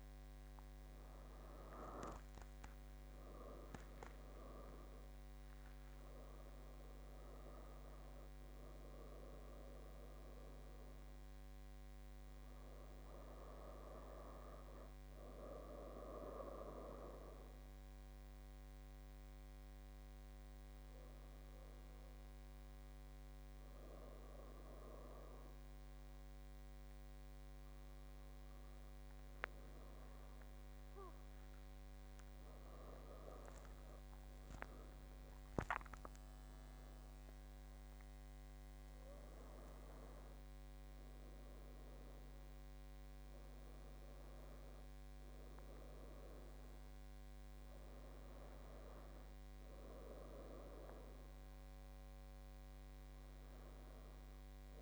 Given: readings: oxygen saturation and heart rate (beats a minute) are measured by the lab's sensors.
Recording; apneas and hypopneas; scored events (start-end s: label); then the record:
breathing in sleep by a microphone on the trachea; 1
0.00-3.00 s: arousal
17.50-29.50 s: hypopnea (oxygen 99% before, 96% lowest, heart rate 70 before, 70 extreme, up 31 after)
30.50-54.82 s: new sleep stage, N1 (lightest sleep)
31.00-36.50 s: arousal
From the record:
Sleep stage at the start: N2 (light sleep); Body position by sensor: on the back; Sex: female